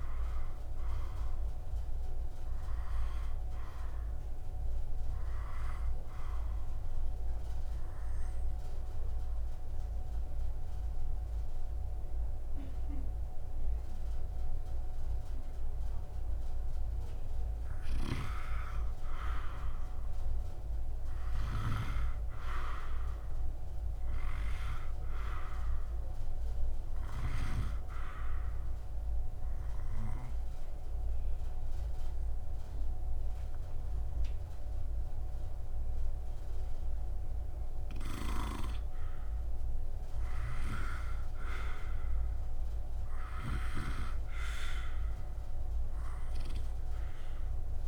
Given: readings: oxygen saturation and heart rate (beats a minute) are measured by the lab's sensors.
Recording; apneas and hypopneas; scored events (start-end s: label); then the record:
breathing in sleep by a room microphone; 2
0.00-9.00 s: oxygen desaturation (device-marked, oxygen 93% lowest, heart rate 63 extreme)
6.00-16.50 s: obstructive apnea (oxygen 97% before, 93% lowest, heart rate 67 before, 63 extreme)
18.00-27.50 s: snoring (device-marked)
18.50-21.50 s: arousal
28.00-38.50 s: obstructive apnea (oxygen 98% before, 91% lowest, heart rate 66 before, 65 extreme, up 1 after)
28.00-44.00 s: oxygen desaturation (device-marked, oxygen 98% before, 93% lowest, heart rate 66 before, 65 extreme)
44.50-47.88 s: arousal
From the record:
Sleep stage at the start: N2 (light sleep); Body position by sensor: on the right side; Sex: male